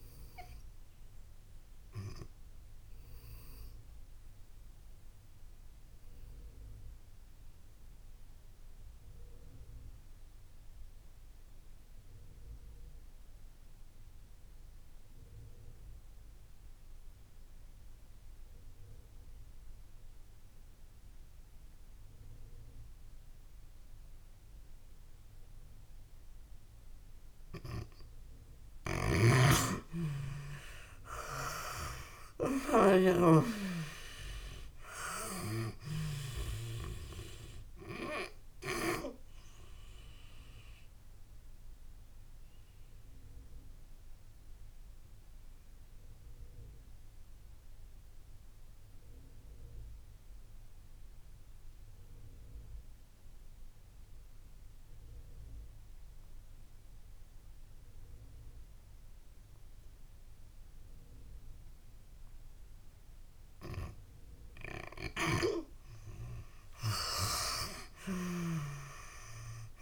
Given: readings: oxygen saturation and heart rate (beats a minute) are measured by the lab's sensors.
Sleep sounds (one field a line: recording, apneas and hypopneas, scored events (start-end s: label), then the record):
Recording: breathing in sleep by a room microphone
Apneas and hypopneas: 2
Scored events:
1.00-27.50 s: obstructive apnea (oxygen 97% before, 85% lowest)
2.00-27.00 s: oxygen desaturation (device-marked, oxygen 97% before, 87% lowest)
28.00-33.00 s: snoring (device-marked)
29.50-33.00 s: arousal
34.00-61.00 s: oxygen desaturation (device-marked, oxygen 96% before, 85% lowest)
39.00-65.50 s: obstructive apnea (oxygen 96% before, 84% lowest)
64.50-69.82 s: snoring (device-marked)
66.50-69.82 s: arousal
From the record:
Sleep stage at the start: N2 (light sleep)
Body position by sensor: on the back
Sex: female